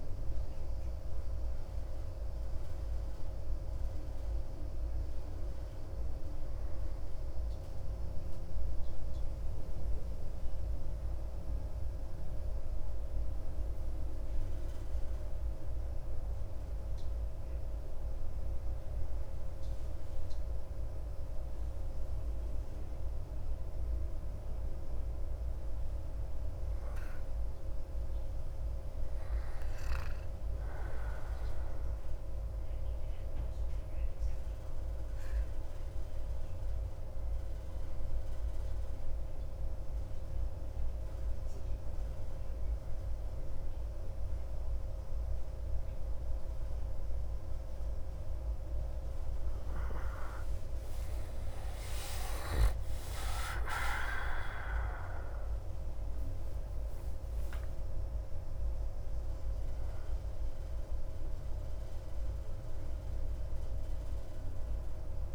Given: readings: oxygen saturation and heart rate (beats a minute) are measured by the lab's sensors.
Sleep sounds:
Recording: a person partly awake in a sleep study, hard to hear, by a room microphone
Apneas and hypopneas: none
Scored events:
47.50-65.35 s: new sleep stage, awake
From the record:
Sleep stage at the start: N1 (lightest sleep)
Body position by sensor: on the back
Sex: male

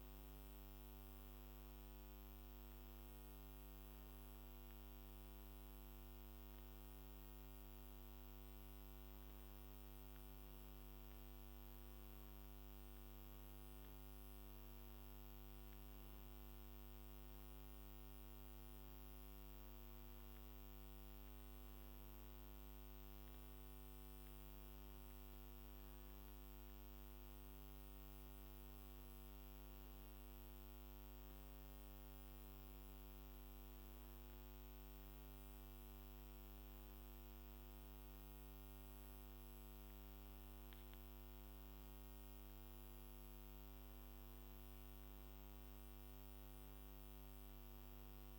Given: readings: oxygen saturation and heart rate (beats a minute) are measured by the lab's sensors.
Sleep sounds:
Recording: a person awake in a sleep study, hard to hear, by a microphone on the trachea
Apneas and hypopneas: none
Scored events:
none scored
From the record:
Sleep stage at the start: awake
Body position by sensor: on the back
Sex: male

